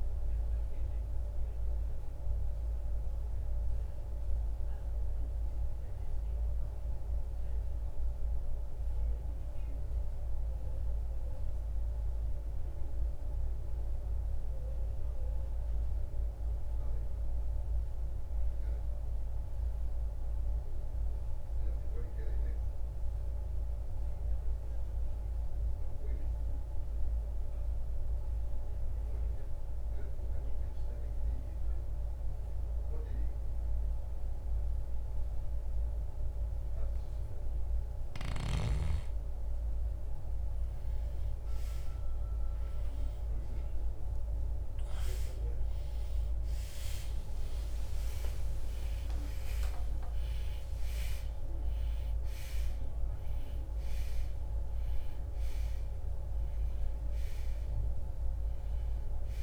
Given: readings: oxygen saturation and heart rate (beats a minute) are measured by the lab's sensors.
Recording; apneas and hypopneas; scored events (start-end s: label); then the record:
breathing in sleep, hard to hear, by a room microphone; 1
7.00-37.50 s: mixed apnea (oxygen 97% before, 83% lowest, heart rate 75 before, 48 extreme, up 18 after)
10.50-29.50 s: oxygen desaturation (device-marked, oxygen 95% before, 84% lowest, heart rate 75 before, 48 extreme)
12.50-59.43 s: new sleep stage, N2 (light sleep)
40.00-46.50 s: arousal
53.50-59.43 s: oxygen desaturation (device-marked, oxygen 96% before, 93% lowest, heart rate 58 before, 64 extreme)
From the record:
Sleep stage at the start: REM sleep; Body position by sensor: on the right side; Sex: male